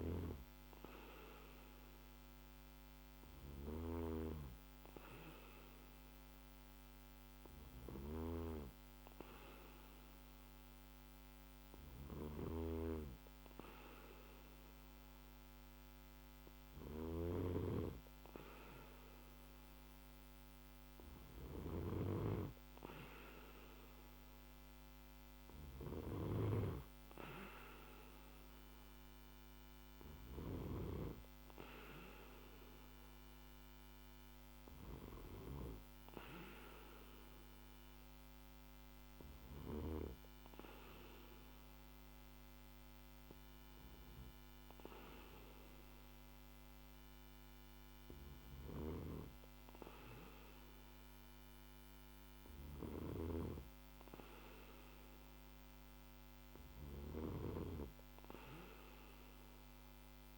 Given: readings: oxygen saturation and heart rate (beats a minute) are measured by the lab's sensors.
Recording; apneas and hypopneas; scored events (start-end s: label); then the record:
breathing in sleep by a microphone on the trachea; none
none scored
From the record:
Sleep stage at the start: N2 (light sleep); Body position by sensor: on the back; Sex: male